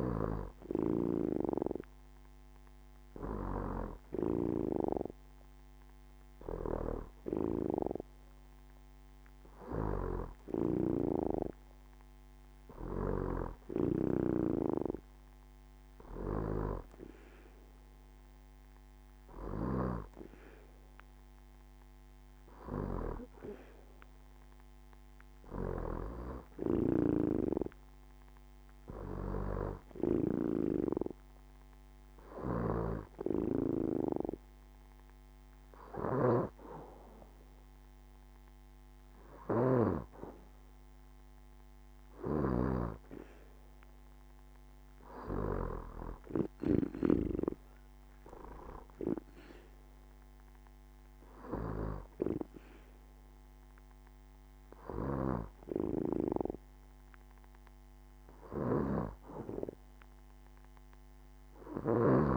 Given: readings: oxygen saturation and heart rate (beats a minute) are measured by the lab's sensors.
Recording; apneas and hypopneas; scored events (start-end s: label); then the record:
breathing in sleep by a microphone on the trachea; none
none scored
From the record:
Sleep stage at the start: N2 (light sleep); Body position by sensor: on the back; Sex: female